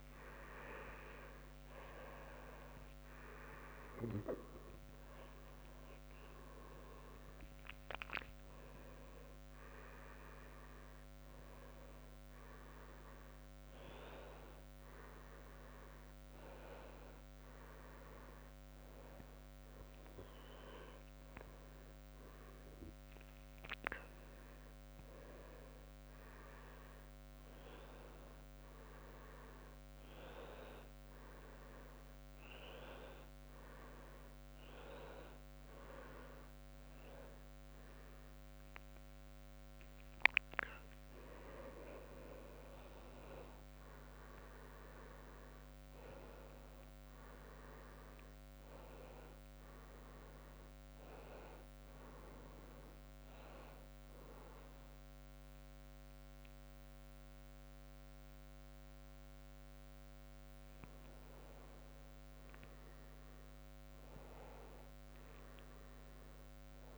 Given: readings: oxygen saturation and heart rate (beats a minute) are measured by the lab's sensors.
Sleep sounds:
breathing in sleep by a microphone on the trachea; none
0.50-2.50 s: long interval between heartbeats (device-marked, heart rate 85 before, 103 extreme)
2.50-15.50 s: drop in pulse transit time (device-marked, heart rate 88 before, 85 extreme)
40.00-44.50 s: leg movement (device-marked)
52.50-66.98 s: new sleep stage, N2 (light sleep)
From the record:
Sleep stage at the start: N1 (lightest sleep); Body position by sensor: on the back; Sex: male

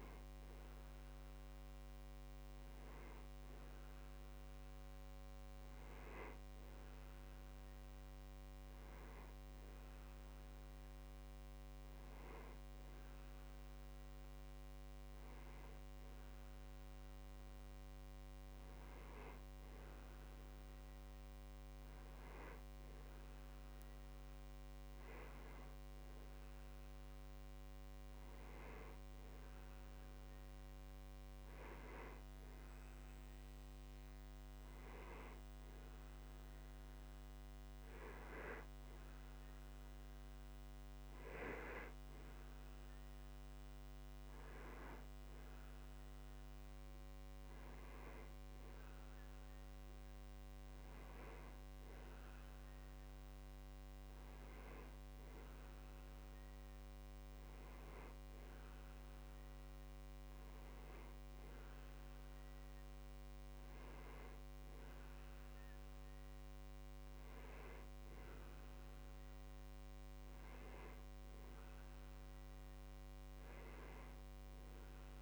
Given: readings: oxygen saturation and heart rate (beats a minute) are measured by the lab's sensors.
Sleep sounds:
breathing in sleep, hard to hear, by a microphone on the trachea; none
none scored
From the record:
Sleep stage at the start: N2 (light sleep); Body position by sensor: on the back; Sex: male

